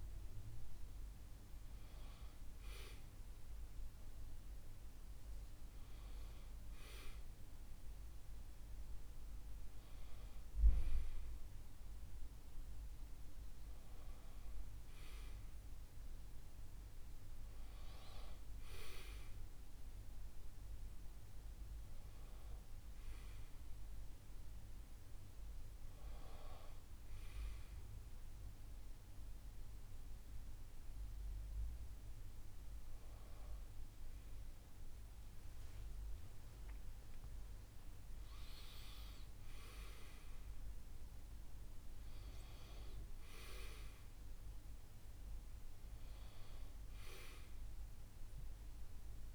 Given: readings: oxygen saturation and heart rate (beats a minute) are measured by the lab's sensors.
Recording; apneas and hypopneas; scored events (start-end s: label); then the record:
a person awake in a sleep study, by a room microphone; none
6.50-49.35 s: new sleep stage, awake
From the record:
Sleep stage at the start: N1 (lightest sleep); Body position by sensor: on the back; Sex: male